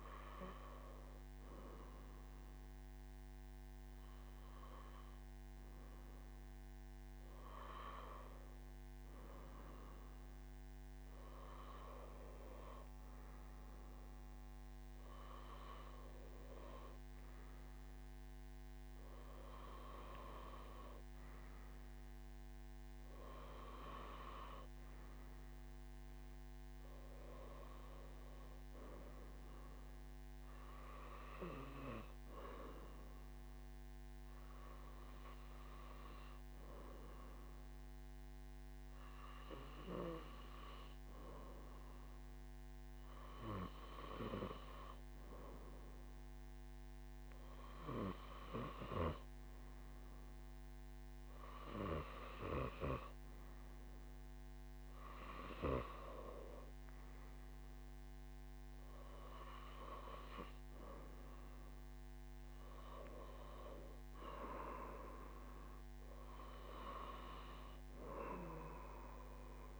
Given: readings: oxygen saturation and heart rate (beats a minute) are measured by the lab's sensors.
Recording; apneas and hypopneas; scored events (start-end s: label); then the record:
breathing in sleep by a microphone on the trachea; none
none scored
From the record:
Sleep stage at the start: N1 (lightest sleep); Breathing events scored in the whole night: 129 in 4.0 hours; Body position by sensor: on the right side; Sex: male